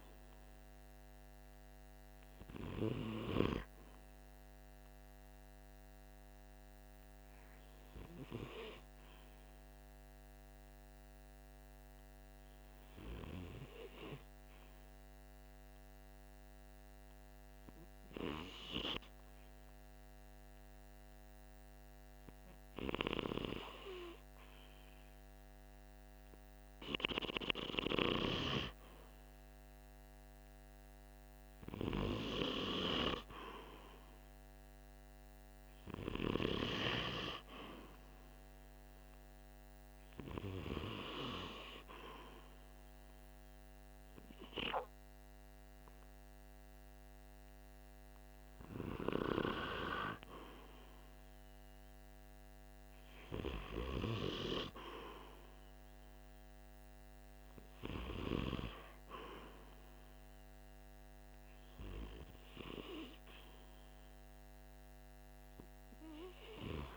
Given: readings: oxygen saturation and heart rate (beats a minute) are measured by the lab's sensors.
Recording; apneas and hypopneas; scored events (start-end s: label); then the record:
breathing in sleep by a microphone on the trachea; 2
0.00-11.00 s: oxygen desaturation (device-marked, oxygen 92% lowest, heart rate 46 extreme)
5.00-26.50 s: obstructive apnea (oxygen 97% before, 92% lowest, heart rate 47 before, 45 extreme, up 1 after)
27.50-32.50 s: arousal
35.00-56.00 s: oxygen desaturation (device-marked, oxygen 97% before, 94% lowest, heart rate 47 before, 45 extreme)
40.50-50.50 s: obstructive apnea (oxygen 97% before, 94% lowest, heart rate 47 before, 45 extreme, up 2 after)
53.00-57.00 s: arousal
From the record:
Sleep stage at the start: REM sleep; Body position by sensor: on the right side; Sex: male